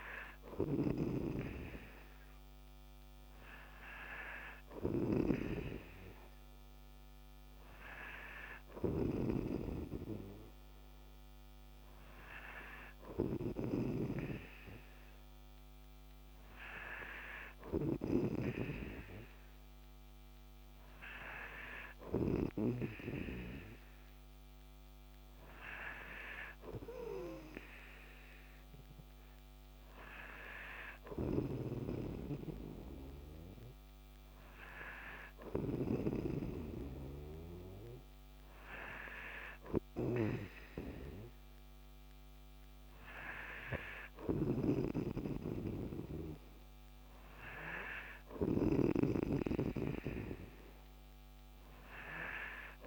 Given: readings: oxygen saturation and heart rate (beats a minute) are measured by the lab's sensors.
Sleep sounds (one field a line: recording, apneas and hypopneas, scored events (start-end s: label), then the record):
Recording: breathing in sleep by a microphone on the trachea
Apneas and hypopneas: none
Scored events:
0.00-23.00 s: snoring (device-marked)
31.50-52.87 s: snoring (device-marked)
From the record:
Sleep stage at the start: N3 (deep sleep)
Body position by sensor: on the right side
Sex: male